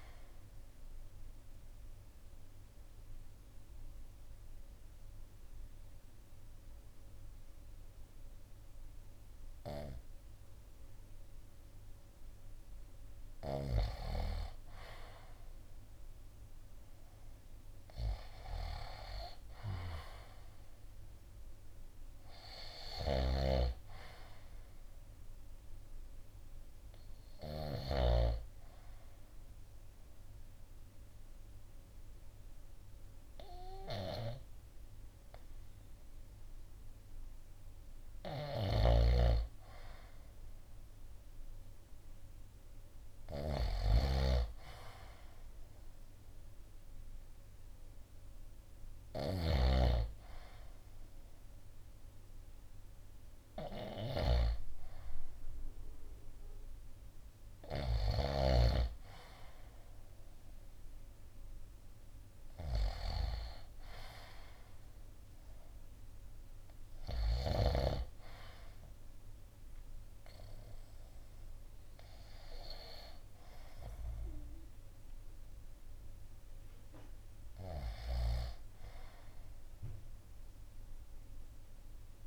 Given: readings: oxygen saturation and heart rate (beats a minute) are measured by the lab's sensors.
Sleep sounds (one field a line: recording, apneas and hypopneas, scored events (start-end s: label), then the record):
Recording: breathing in sleep by a room microphone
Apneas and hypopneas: 2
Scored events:
0.00-11.50 s: oxygen desaturation (device-marked, oxygen 92% lowest, heart rate 56 extreme)
1.00-13.00 s: obstructive apnea (oxygen 97% before, 91% lowest, heart rate 59 before, 56 extreme, up 4 after)
15.50-18.50 s: arousal
20.50-42.50 s: oxygen desaturation (device-marked, oxygen 96% before, 91% lowest, heart rate 57 before, 56 extreme)
23.00-28.00 s: snoring (device-marked)
28.00-39.00 s: obstructive apnea (oxygen 96% before, 91% lowest, heart rate 58 before, 56 extreme, up 1 after)
38.00-49.50 s: snoring (device-marked)
43.50-48.00 s: arousal
50.50-61.50 s: oxygen desaturation (device-marked, oxygen 97% before, 92% lowest, heart rate 57 before, 58 extreme)
From the record:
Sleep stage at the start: N2 (light sleep)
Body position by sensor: on the right side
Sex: male